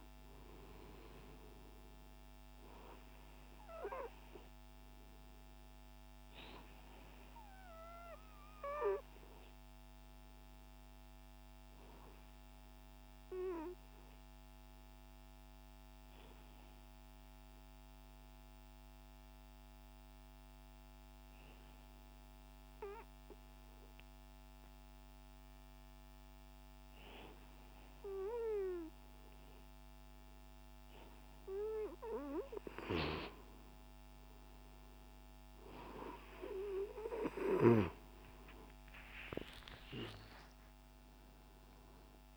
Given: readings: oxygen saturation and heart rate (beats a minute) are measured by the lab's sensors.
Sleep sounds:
breathing in sleep by a microphone on the trachea; 1
0.00-15.50 s: oxygen desaturation (device-marked, oxygen 92% lowest, heart rate 110 extreme)
6.00-30.50 s: obstructive apnea (oxygen 99% before, 91% lowest, heart rate 123 before, 107 extreme)
33.50-42.37 s: oxygen desaturation (device-marked, oxygen 97% before, 91% lowest, heart rate 134 before, 64 extreme)
38.50-42.37 s: arousal
From the record:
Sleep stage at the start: N2 (light sleep); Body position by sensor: on the right side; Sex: male

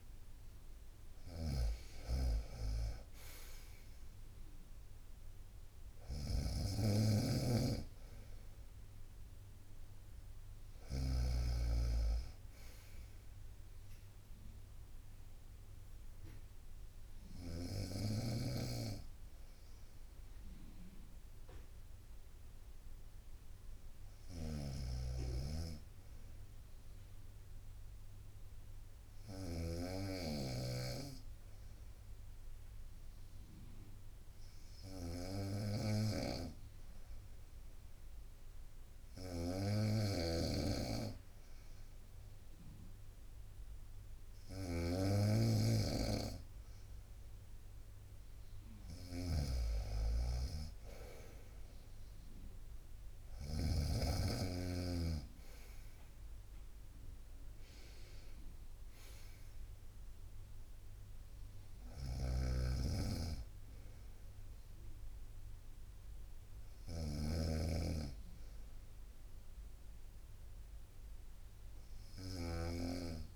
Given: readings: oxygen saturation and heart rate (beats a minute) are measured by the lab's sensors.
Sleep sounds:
breathing in sleep by a room microphone; 1
0.00-11.00 s: snoring (device-marked)
1.00-27.00 s: oxygen desaturation (device-marked, oxygen 96% before, 93% lowest, heart rate 61 before, 61 extreme)
24.00-29.50 s: snoring (device-marked)
24.50-27.50 s: arousal
30.00-45.00 s: hypopnea (oxygen 97% before, 94% lowest, heart rate 62 before, 56 extreme, up 2 after)
35.50-53.50 s: snoring (device-marked)
47.50-51.50 s: arousal
54.00-67.00 s: drop in pulse transit time (device-marked, heart rate 62 before, 56 extreme)
61.00-69.00 s: bradycardia (device-marked, heart rate 62 before, 56 extreme)
61.50-73.36 s: snoring (device-marked)
From the record:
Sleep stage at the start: N2 (light sleep); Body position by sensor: on the right side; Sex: female

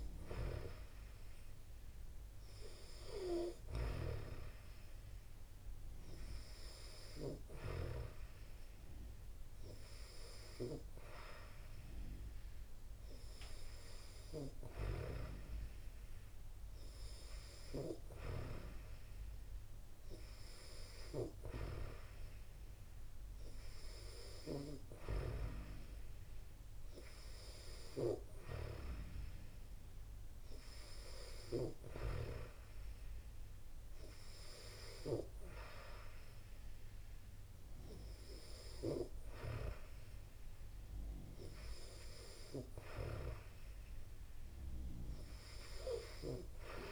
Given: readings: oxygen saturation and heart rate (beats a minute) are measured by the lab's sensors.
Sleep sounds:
breathing in sleep by a room microphone; none
none scored
From the record:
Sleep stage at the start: N2 (light sleep); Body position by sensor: on the back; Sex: female

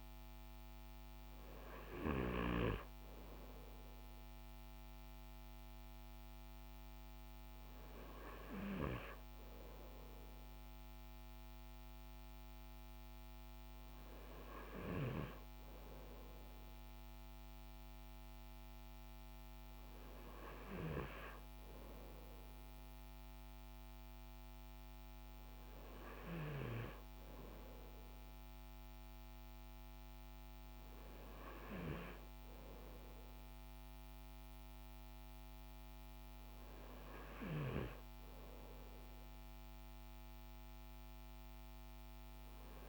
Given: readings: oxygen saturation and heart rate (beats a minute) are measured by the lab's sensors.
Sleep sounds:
breathing in sleep by a microphone on the trachea; none
0.00-2.00 s: snoring (device-marked)
From the record:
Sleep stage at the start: N2 (light sleep); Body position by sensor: on the front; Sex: male

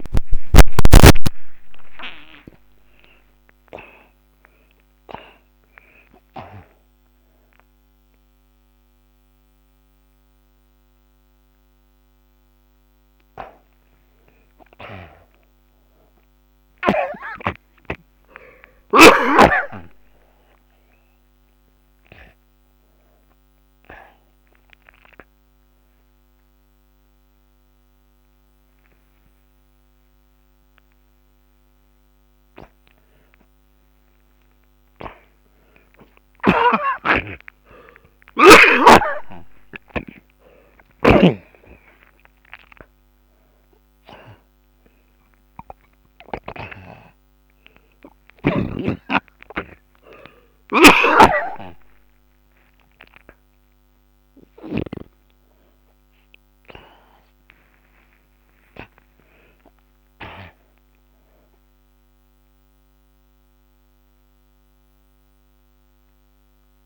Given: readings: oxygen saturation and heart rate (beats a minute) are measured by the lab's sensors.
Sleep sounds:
a person awake in a sleep study, by a microphone on the trachea; none
17.50-22.50 s: oxygen desaturation (device-marked, oxygen 97% before, 92% lowest)
From the record:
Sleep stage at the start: awake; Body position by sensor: on the back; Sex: male

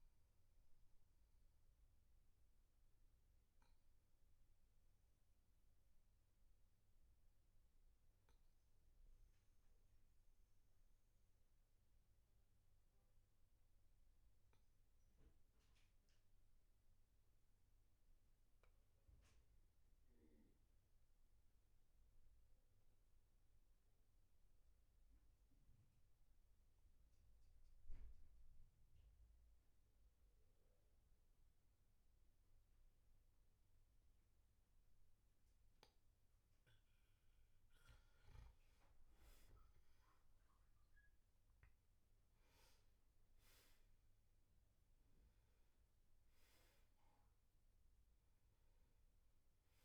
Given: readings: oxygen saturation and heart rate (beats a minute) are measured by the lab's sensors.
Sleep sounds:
breathing in sleep, hard to hear, by a room microphone; 1
1.00-36.50 s: obstructive apnea (oxygen 99% before, 92% lowest, heart rate 52 before, 42 extreme, up 13 after)
42.50-47.00 s: arousal
From the record:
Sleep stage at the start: N2 (light sleep); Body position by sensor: on the back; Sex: male

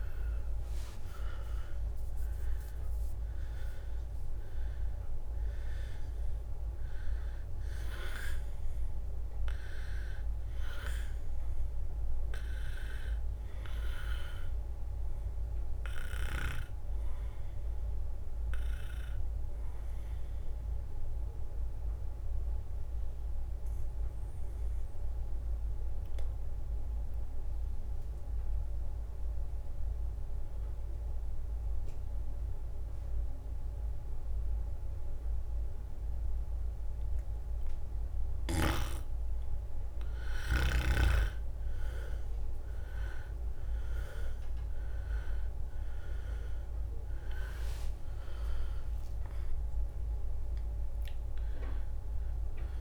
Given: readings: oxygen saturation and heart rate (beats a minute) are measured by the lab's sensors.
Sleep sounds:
breathing in sleep by a room microphone; 1
0.00-4.00 s: arousal
0.00-11.00 s: drop in pulse transit time (device-marked, heart rate 68 extreme)
0.00-23.00 s: oxygen desaturation (device-marked, oxygen 92% lowest, heart rate 62 extreme)
20.00-38.50 s: obstructive apnea (oxygen 98% before, 93% lowest, heart rate 70 before, 62 extreme, up 7 after)
42.00-52.81 s: drop in pulse transit time (device-marked, heart rate 65 before, 68 extreme)
42.00-52.81 s: oxygen desaturation (device-marked, oxygen 99% before, 93% lowest, heart rate 65 before, 62 extreme)
46.00-50.00 s: arousal
47.00-49.00 s: leg movement (device-marked)
From the record:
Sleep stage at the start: N2 (light sleep); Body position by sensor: on the back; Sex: male

